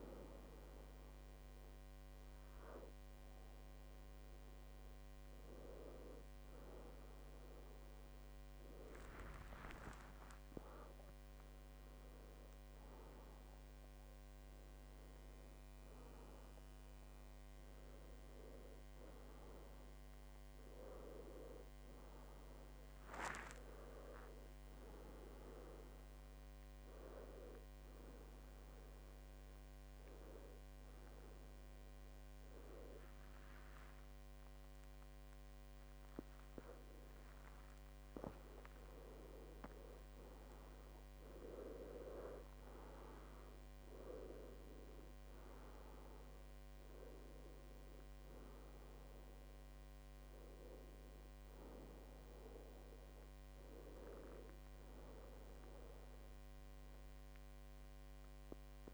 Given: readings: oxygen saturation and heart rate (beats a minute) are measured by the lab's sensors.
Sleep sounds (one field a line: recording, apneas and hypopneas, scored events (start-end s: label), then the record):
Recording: a person partly awake in a sleep study, by a microphone on the trachea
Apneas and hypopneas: 1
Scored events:
1.00-31.00 s: new sleep stage, N1 (lightest sleep)
18.50-20.50 s: long interval between heartbeats (device-marked, heart rate 72 before, 73 extreme)
26.00-38.00 s: hypopnea (oxygen 98% before, 95% lowest, heart rate 75 before, 73 extreme, up 34 after)
31.00-58.94 s: new sleep stage, N2 (light sleep)
33.00-38.00 s: tachycardia (device-marked, heart rate 72 before, 107 extreme)
34.00-36.00 s: long interval between heartbeats (device-marked, heart rate 76 before, 86 extreme)
36.50-38.50 s: long interval between heartbeats (device-marked, heart rate 78 before, 104 extreme)
40.00-44.00 s: arousal
From the record:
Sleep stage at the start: awake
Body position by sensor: on the back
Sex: male